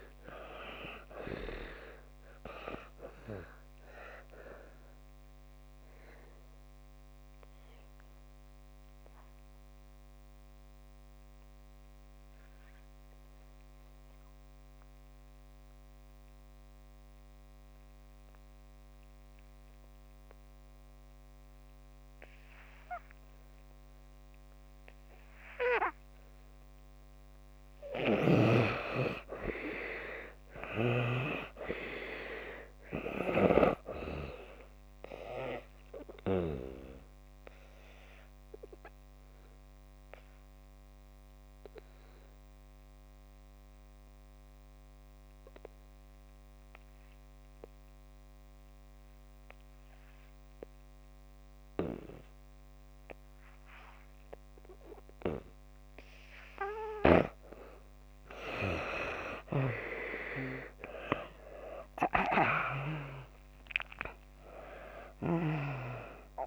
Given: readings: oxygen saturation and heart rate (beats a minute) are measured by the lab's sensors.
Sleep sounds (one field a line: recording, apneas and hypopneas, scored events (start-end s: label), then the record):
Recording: breathing in sleep by a microphone on the trachea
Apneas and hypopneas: 2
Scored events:
0.00-22.00 s: oxygen desaturation (device-marked, oxygen 73% lowest)
4.00-27.50 s: obstructive apnea (oxygen 97% before, 73% lowest)
24.00-55.00 s: oxygen desaturation (device-marked, oxygen 98% before, 75% lowest)
29.00-32.00 s: arousal
36.00-56.00 s: obstructive apnea (oxygen 98% before, 75% lowest)
57.00-66.47 s: oxygen desaturation (device-marked, oxygen 95% before, 75% lowest)
63.00-66.47 s: arousal
From the record:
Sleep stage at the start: N2 (light sleep)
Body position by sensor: on the back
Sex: female